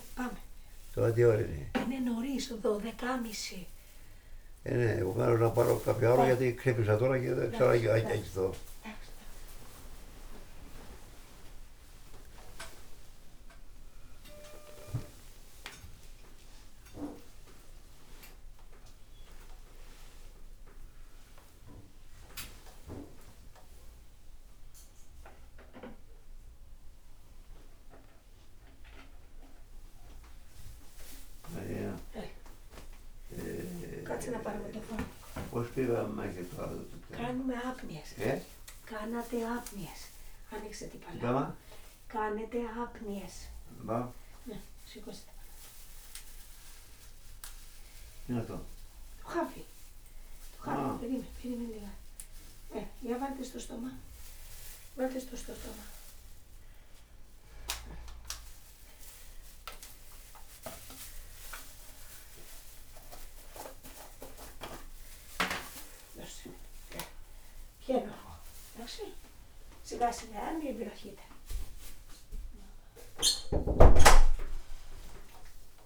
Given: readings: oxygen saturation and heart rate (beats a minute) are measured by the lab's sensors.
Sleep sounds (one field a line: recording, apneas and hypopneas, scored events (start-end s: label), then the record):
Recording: a person awake in a sleep study, by a room microphone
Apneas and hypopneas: none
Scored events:
none scored
From the record:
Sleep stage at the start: awake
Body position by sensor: upright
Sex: male